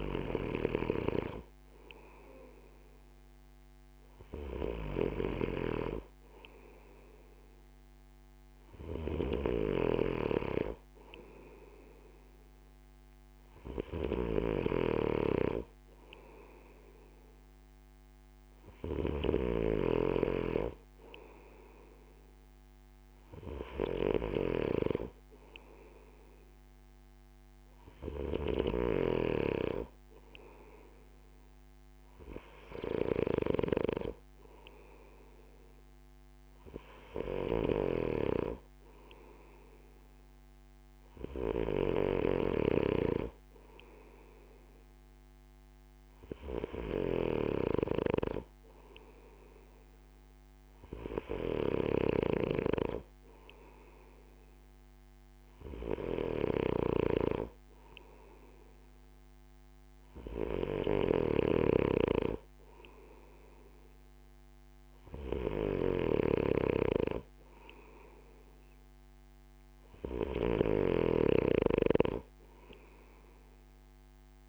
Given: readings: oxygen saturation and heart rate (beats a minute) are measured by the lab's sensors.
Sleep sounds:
breathing in sleep by a microphone on the trachea; none
0.00-74.48 s: snoring (device-marked)
From the record:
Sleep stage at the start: N2 (light sleep); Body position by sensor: on the right side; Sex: male

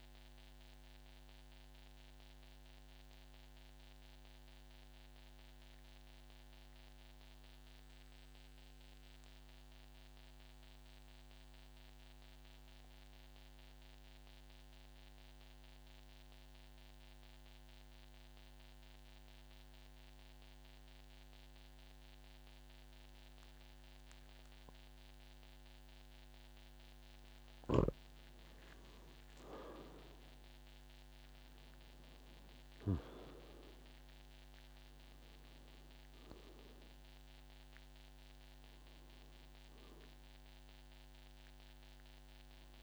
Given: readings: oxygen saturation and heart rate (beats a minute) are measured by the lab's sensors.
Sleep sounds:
breathing in sleep, hard to hear, by a microphone on the trachea; 1
0.00-7.00 s: oxygen desaturation (device-marked, oxygen 89% lowest, heart rate 50 extreme)
1.00-27.50 s: mixed apnea (oxygen 98% before, 88% lowest, heart rate 61 before, 50 extreme, up 16 after)
26.00-42.83 s: oxygen desaturation (device-marked, oxygen 99% before, 88% lowest, heart rate 52 before, 51 extreme)
28.50-33.00 s: arousal
29.00-42.83 s: new sleep stage, N1 (lightest sleep)
From the record:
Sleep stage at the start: N2 (light sleep); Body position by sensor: on the back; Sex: male

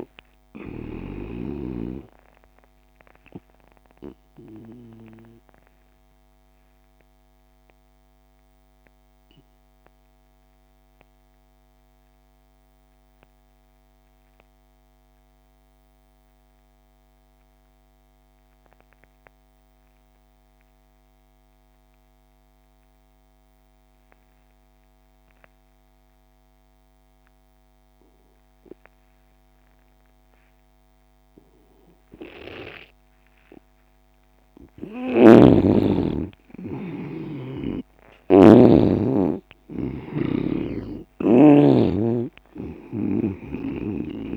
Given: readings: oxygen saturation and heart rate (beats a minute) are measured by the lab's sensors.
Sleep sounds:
breathing in sleep by a microphone on the trachea; 1
0.00-25.50 s: oxygen desaturation (device-marked, oxygen 84% lowest)
5.50-34.50 s: mixed apnea (oxygen 98% before, 84% lowest)
35.00-38.50 s: snoring (device-marked)
37.50-42.00 s: arousal
38.50-44.37 s: oxygen desaturation (device-marked, oxygen 97% before, 85% lowest)
40.50-44.00 s: snoring (device-marked)
From the record:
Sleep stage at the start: N2 (light sleep); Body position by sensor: on the left side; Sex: male

